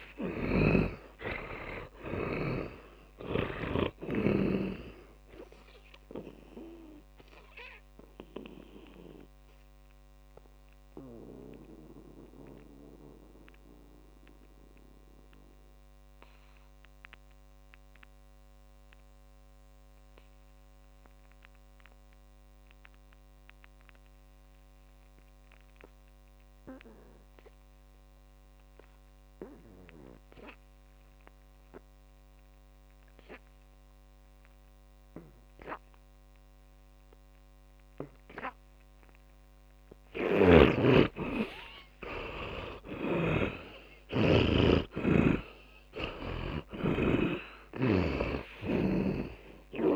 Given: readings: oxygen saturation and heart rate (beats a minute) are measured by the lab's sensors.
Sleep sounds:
breathing in sleep by a microphone on the trachea; 1
0.00-3.00 s: snoring (device-marked)
0.00-4.50 s: arousal
0.00-4.50 s: oxygen desaturation (device-marked, oxygen 89% lowest, heart rate 60 extreme)
6.50-25.50 s: oxygen desaturation (device-marked, oxygen 92% before, 78% lowest, heart rate 59 before, 51 extreme)
7.50-40.50 s: mixed apnea (oxygen 100% before, 76% lowest, heart rate 60 before, 51 extreme, up 19 after)
37.50-49.96 s: oxygen desaturation (device-marked, oxygen 100% before, 76% lowest, heart rate 60 before, 51 extreme)
40.50-47.00 s: snoring (device-marked)
42.50-47.50 s: arousal
From the record:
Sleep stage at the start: N2 (light sleep); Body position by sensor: on the back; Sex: male

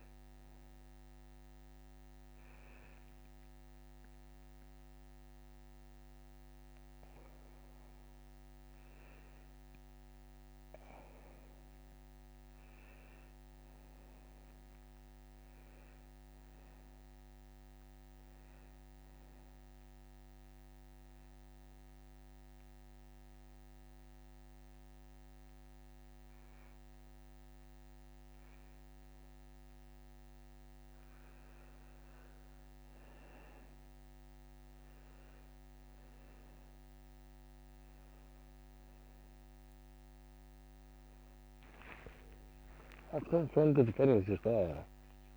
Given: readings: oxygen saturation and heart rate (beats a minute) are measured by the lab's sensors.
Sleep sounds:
a person partly awake in a sleep study, by a microphone on the trachea; 1
14.50-18.50 s: arousal
21.00-31.00 s: hypopnea (oxygen 96% before, 91% lowest, heart rate 91 before, 89 extreme, up 17 after)
28.00-45.37 s: new sleep stage, awake
35.00-45.37 s: oxygen desaturation (device-marked, oxygen 95% before, 91% lowest, heart rate 125 before, 39 extreme)
43.00-45.37 s: snoring (device-marked)
From the record:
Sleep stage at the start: N2 (light sleep); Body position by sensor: on the back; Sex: male

